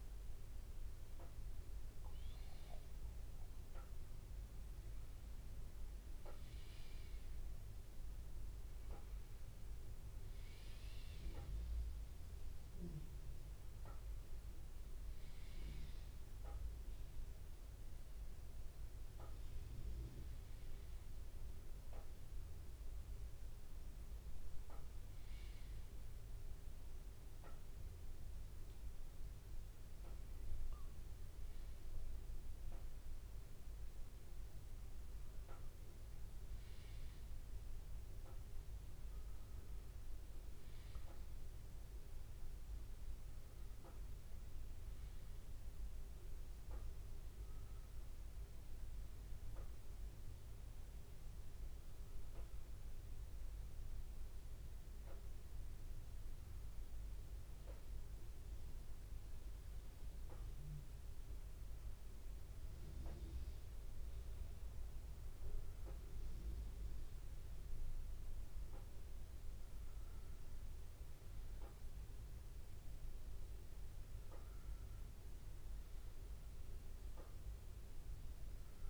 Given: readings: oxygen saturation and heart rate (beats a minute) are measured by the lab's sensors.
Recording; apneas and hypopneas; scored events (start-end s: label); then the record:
breathing in sleep, hard to hear, by a room microphone; none
none scored
From the record:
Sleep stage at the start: N2 (light sleep); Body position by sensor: on the back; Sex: male